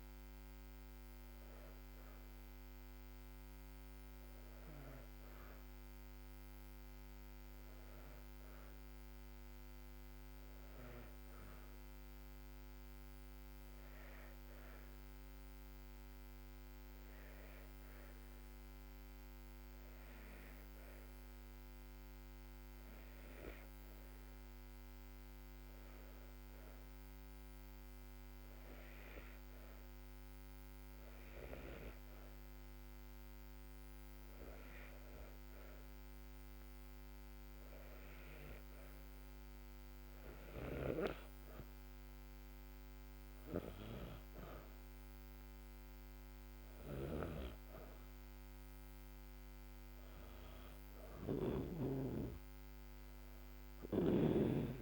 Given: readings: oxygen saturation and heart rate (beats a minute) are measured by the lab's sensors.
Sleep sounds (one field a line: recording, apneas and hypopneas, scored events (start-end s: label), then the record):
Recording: breathing in sleep by a microphone on the trachea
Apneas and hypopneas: 1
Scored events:
10.00-38.00 s: hypopnea (oxygen 97% before, 92% lowest, heart rate 78 before, 79 extreme, up 3 after)
42.50-47.00 s: arousal
From the record:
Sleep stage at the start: N2 (light sleep)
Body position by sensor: on the back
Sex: female